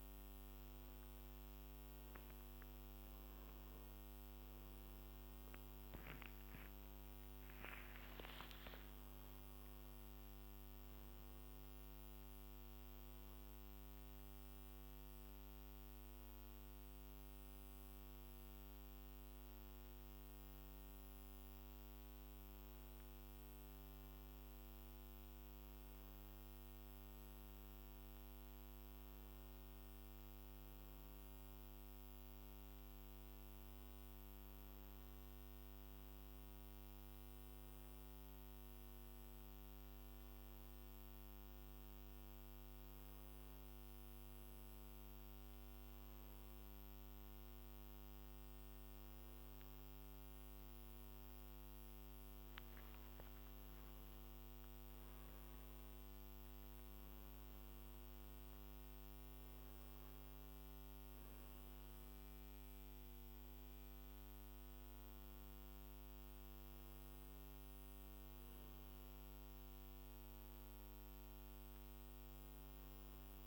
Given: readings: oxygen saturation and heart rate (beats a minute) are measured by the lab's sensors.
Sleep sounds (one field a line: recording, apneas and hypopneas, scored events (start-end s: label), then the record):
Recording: a person awake in a sleep study, hard to hear, by a microphone on the trachea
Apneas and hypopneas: none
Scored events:
none scored
From the record:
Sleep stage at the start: awake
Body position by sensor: on the back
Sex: male